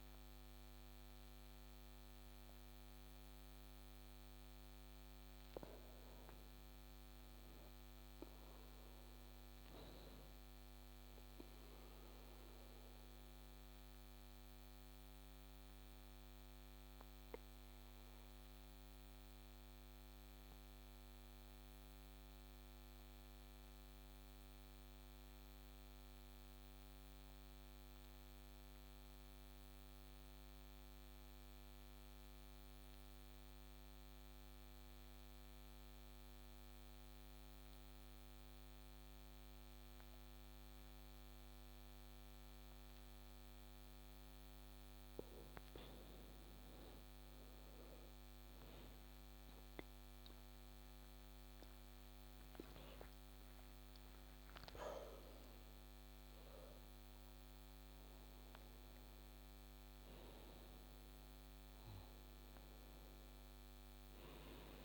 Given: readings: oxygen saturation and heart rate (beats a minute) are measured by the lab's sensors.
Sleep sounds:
breathing in sleep, hard to hear, by a microphone on the trachea; 1
0.00-5.00 s: oxygen desaturation (device-marked, oxygen 95% lowest)
12.50-44.00 s: obstructive apnea (oxygen 98% before, 93% lowest)
48.50-54.50 s: arousal
50.00-64.85 s: oxygen desaturation (device-marked, oxygen 96% before, 93% lowest)
From the record:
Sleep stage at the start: N2 (light sleep); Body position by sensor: on the back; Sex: male

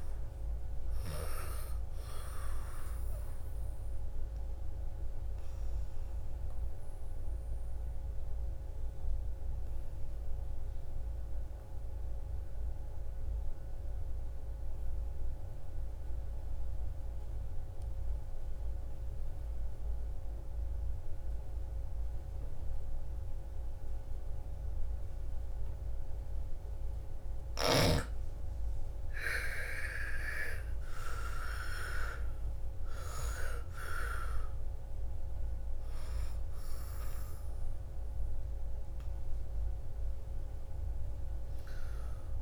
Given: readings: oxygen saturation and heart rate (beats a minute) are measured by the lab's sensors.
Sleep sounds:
breathing in sleep by a room microphone; 1
0.50-14.50 s: oxygen desaturation (device-marked, oxygen 99% before, 90% lowest, heart rate 60 before, 53 extreme)
3.00-25.00 s: obstructive apnea (oxygen 99% before, 82% lowest, heart rate 62 before, 53 extreme, up 10 after)
24.50-42.42 s: oxygen desaturation (device-marked, oxygen 98% before, 82% lowest, heart rate 57 before, 54 extreme)
28.50-32.00 s: arousal
From the record:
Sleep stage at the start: N2 (light sleep); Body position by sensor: on the back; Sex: female

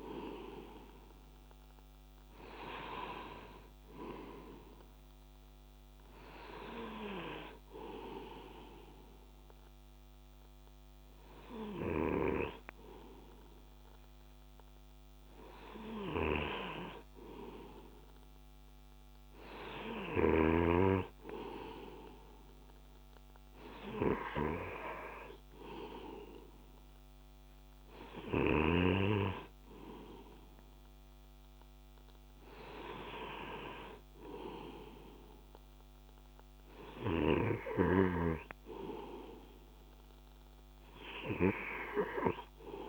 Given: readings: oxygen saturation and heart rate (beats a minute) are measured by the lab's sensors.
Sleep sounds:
breathing in sleep by a microphone on the trachea; 1
0.00-3.00 s: arousal
0.00-6.00 s: oxygen desaturation (device-marked, oxygen 96% lowest)
7.50-17.50 s: hypopnea (oxygen 99% before, 96% lowest)
19.00-22.00 s: arousal
From the record:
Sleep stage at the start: N2 (light sleep); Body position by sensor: on the left side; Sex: male

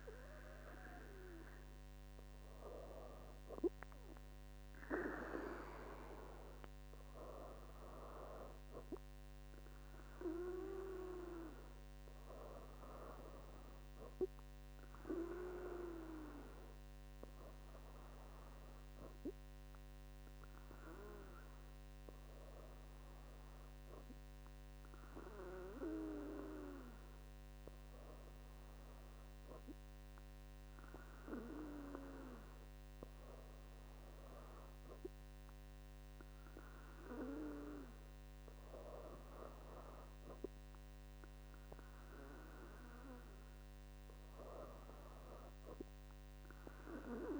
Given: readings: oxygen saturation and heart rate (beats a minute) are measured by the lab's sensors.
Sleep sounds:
breathing in sleep by a microphone on the trachea; none
none scored
From the record:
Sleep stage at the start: N2 (light sleep); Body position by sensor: on the back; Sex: female

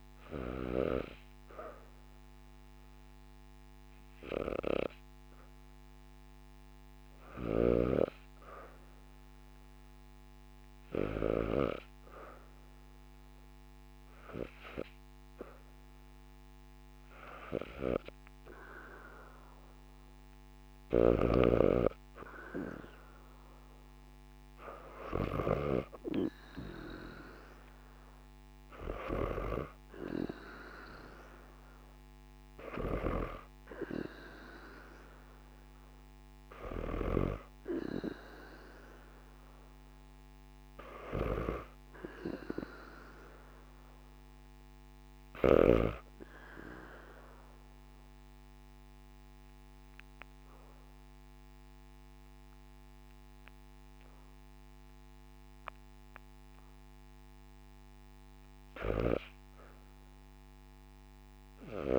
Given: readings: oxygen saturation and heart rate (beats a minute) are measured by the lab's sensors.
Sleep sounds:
breathing in sleep by a microphone on the trachea; 1
11.50-45.50 s: oxygen desaturation (device-marked, oxygen 96% before, 87% lowest, heart rate 79 before, 74 extreme)
24.00-28.00 s: arousal
40.50-61.98 s: new sleep stage, REM sleep
46.00-57.50 s: obstructive apnea (oxygen 96% before, 84% lowest, heart rate 84 before, 74 extreme)
60.00-61.98 s: arousal
From the record:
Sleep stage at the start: N2 (light sleep); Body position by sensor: on the back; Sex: female

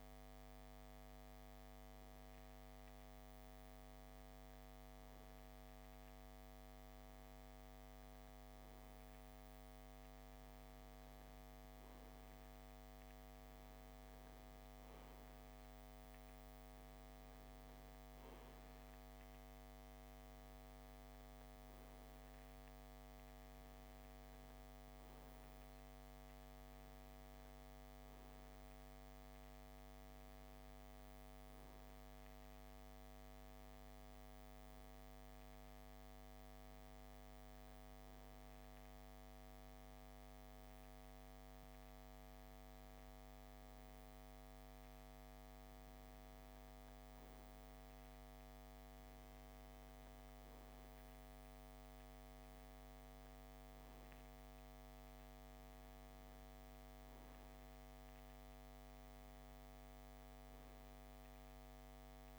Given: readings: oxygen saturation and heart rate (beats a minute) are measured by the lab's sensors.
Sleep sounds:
breathing in sleep, hard to hear, by a microphone on the trachea; none
none scored
From the record:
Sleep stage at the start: N2 (light sleep); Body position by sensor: on the left side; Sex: male

